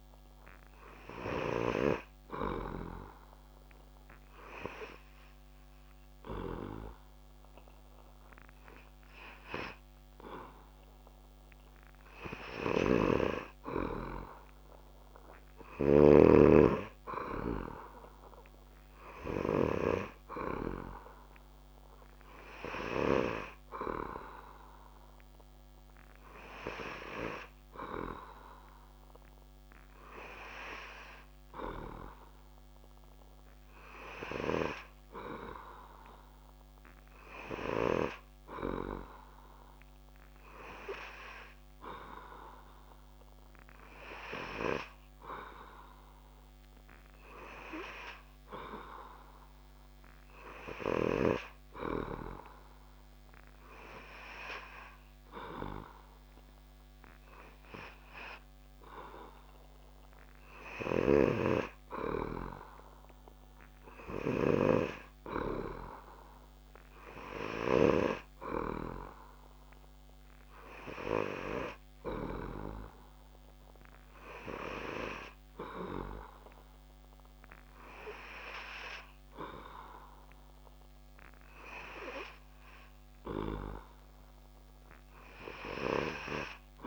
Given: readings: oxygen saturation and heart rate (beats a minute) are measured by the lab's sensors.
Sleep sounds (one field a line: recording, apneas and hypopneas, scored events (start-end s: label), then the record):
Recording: breathing in sleep by a microphone on the trachea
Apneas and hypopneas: 1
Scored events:
3.00-13.00 s: obstructive apnea (oxygen 98% before, 96% lowest)
12.00-15.50 s: snoring (device-marked)
15.50-19.00 s: arousal
From the record:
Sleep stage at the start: N3 (deep sleep)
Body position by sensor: on the back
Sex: male